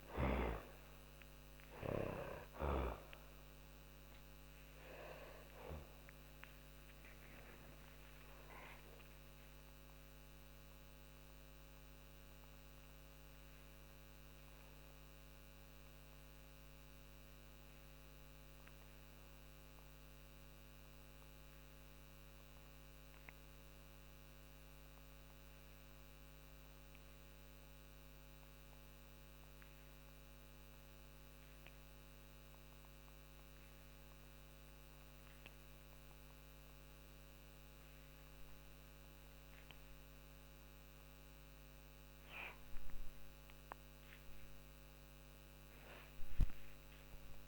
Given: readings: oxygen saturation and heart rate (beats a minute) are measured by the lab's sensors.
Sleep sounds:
breathing in sleep by a microphone on the trachea; 1
0.00-23.00 s: oxygen desaturation (device-marked, oxygen 80% lowest, heart rate 43 extreme)
5.50-42.50 s: mixed apnea (oxygen 96% before, 79% lowest, heart rate 62 before, 38 extreme, up 40 after)
39.00-47.48 s: oxygen desaturation (device-marked, oxygen 98% before, 79% lowest, heart rate 52 before, 38 extreme)
45.00-47.48 s: arousal
From the record:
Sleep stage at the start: N2 (light sleep); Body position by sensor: on the back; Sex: female

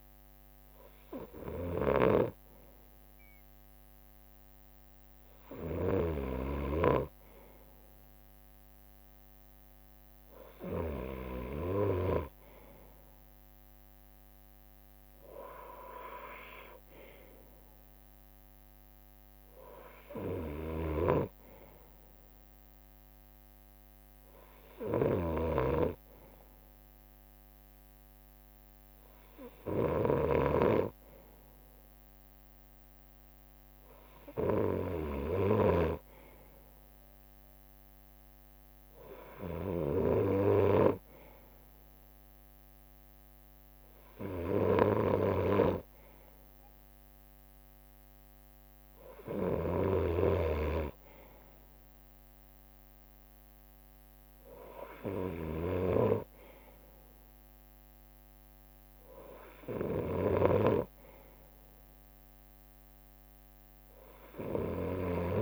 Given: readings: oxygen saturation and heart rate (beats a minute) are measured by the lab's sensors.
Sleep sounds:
breathing in sleep by a microphone on the trachea; none
0.00-4.50 s: leg movement (device-marked)
0.00-10.00 s: drop in pulse transit time (device-marked, heart rate 63 extreme)
1.50-7.00 s: snoring (device-marked)
20.50-35.50 s: snoring (device-marked)
27.50-28.50 s: leg movement (device-marked)
36.50-38.00 s: leg movement (device-marked)
45.00-50.50 s: snoring (device-marked)
46.50-47.50 s: leg movement (device-marked)
From the record:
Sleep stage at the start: N2 (light sleep); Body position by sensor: on the right side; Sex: male

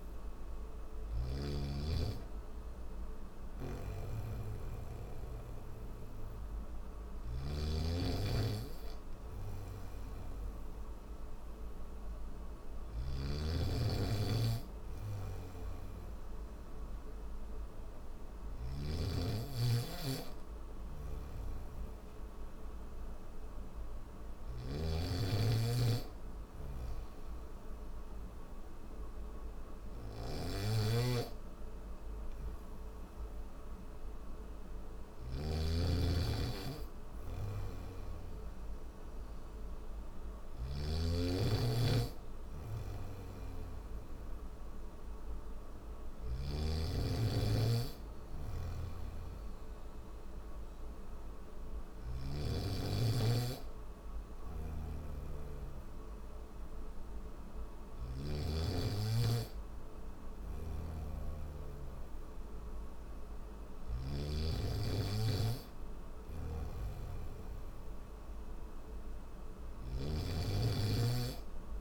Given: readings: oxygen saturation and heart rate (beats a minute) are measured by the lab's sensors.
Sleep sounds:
breathing in sleep by a room microphone; none
0.00-1.00 s: snoring (device-marked)
3.00-46.00 s: snoring (device-marked)
48.00-52.00 s: snoring (device-marked)
54.00-58.00 s: snoring (device-marked)
60.00-63.50 s: snoring (device-marked)
65.50-69.50 s: snoring (device-marked)
From the record:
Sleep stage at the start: N3 (deep sleep); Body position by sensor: on the back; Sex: male

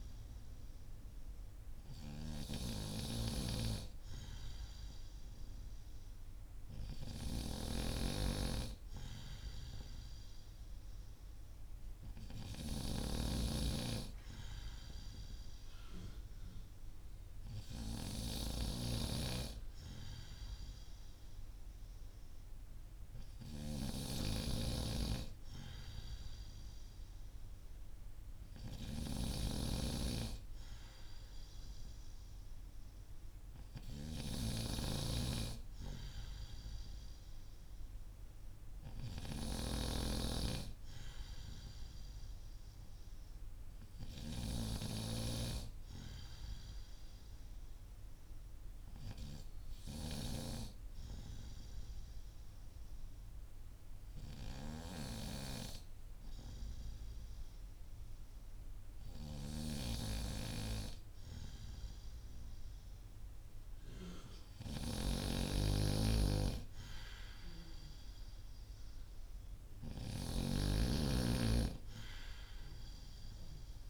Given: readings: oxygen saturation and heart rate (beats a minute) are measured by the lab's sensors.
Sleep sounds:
breathing in sleep by a room microphone; none
7.00-13.00 s: snoring (device-marked)
29.00-39.50 s: snoring (device-marked)
64.00-73.90 s: snoring (device-marked)
From the record:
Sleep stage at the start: N2 (light sleep); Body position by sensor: on the back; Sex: male

